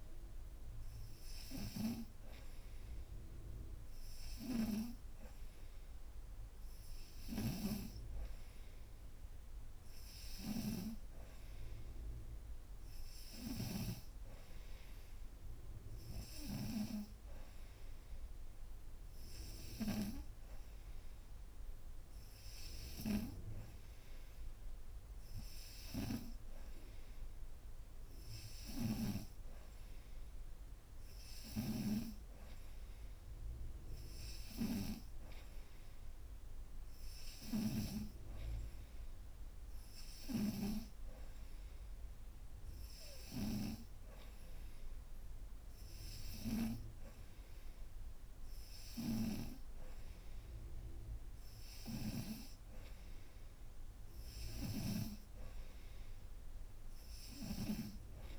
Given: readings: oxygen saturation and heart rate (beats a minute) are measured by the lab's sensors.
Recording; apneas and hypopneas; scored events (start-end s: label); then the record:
breathing in sleep by a room microphone; none
none scored
From the record:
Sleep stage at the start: N2 (light sleep); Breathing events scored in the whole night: 164 in 5.3 hours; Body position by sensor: upright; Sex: female